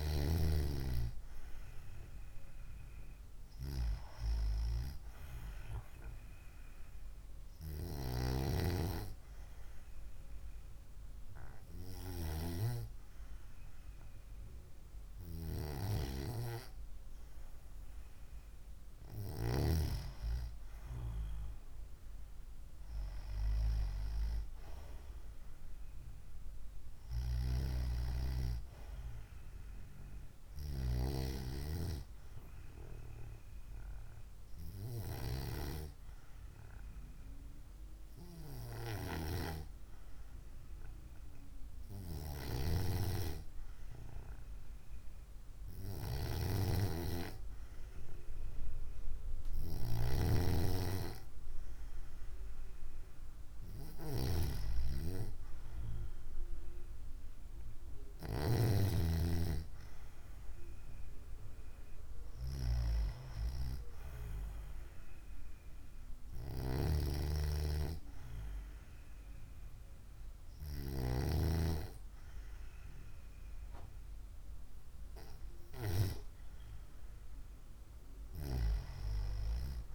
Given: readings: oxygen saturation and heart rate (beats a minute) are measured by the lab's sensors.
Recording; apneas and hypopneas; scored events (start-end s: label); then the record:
breathing in sleep by a room microphone; 1
23.00-27.00 s: arousal
32.50-46.00 s: hypopnea (oxygen 96% before, 94% lowest, heart rate 61 before, 57 extreme, up 7 after)
46.50-50.50 s: arousal
From the record:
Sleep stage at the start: N2 (light sleep); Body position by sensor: on the right side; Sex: female